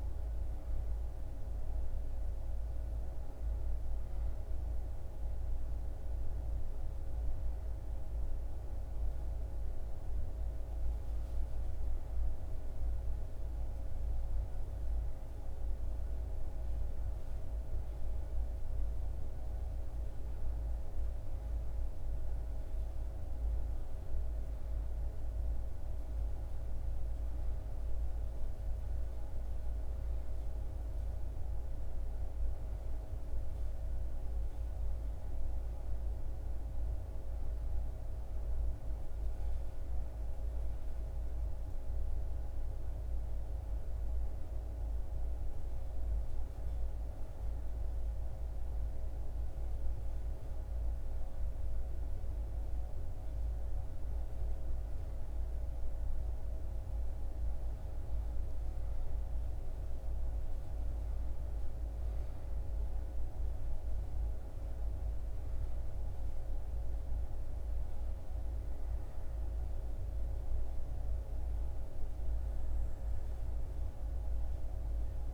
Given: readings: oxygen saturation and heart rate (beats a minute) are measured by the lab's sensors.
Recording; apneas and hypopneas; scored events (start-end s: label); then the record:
breathing in sleep, hard to hear, by a room microphone; none
none scored
From the record:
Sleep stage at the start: N1 (lightest sleep); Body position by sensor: on the back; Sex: male